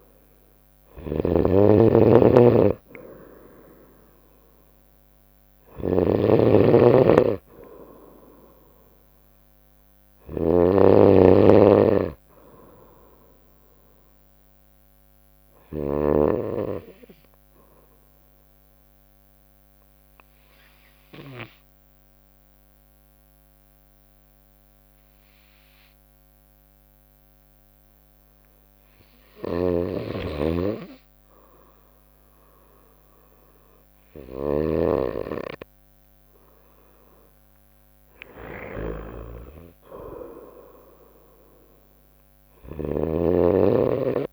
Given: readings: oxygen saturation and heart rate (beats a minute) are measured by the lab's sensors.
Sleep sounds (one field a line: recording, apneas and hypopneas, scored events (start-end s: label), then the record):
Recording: breathing in sleep by a microphone on the trachea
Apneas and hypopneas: 1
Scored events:
0.00-1.50 s: arousal
0.00-16.00 s: snoring (device-marked)
0.00-20.00 s: oxygen desaturation (device-marked, oxygen 92% lowest, heart rate 60 extreme)
16.00-30.00 s: obstructive apnea (oxygen 96% before, 92% lowest, heart rate 65 before, 60 extreme, up 1 after)
29.00-34.50 s: snoring (device-marked)
34.50-39.00 s: arousal
42.50-44.33 s: snoring (device-marked)
From the record:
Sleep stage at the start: N2 (light sleep)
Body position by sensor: on the right side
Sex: female